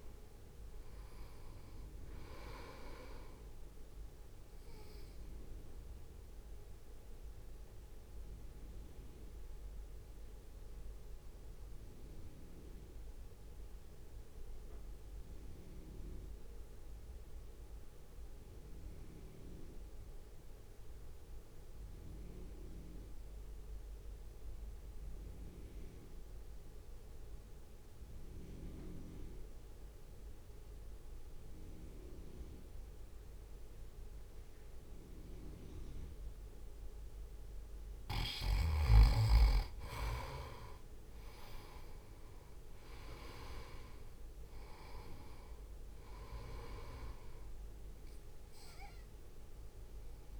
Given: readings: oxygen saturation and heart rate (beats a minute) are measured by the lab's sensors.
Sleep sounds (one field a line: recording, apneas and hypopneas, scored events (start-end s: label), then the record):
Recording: breathing in sleep by a room microphone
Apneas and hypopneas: 1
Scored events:
0.00-11.00 s: drop in pulse transit time (device-marked, heart rate 55 extreme)
0.00-14.00 s: oxygen desaturation (device-marked, oxygen 86% lowest, heart rate 49 extreme)
4.00-36.50 s: mixed apnea (oxygen 97% before, 84% lowest, heart rate 55 before, 53 extreme, up 4 after)
16.00-27.00 s: oxygen desaturation (device-marked, oxygen 87% before, 84% lowest, heart rate 56 before, 55 extreme)
41.00-44.00 s: arousal
42.00-50.40 s: oxygen desaturation (device-marked, oxygen 97% before, 86% lowest, heart rate 62 before, 51 extreme)
47.00-50.40 s: drop in pulse transit time (device-marked, heart rate 62 before, 53 extreme)
From the record:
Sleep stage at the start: N2 (light sleep)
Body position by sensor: on the right side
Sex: male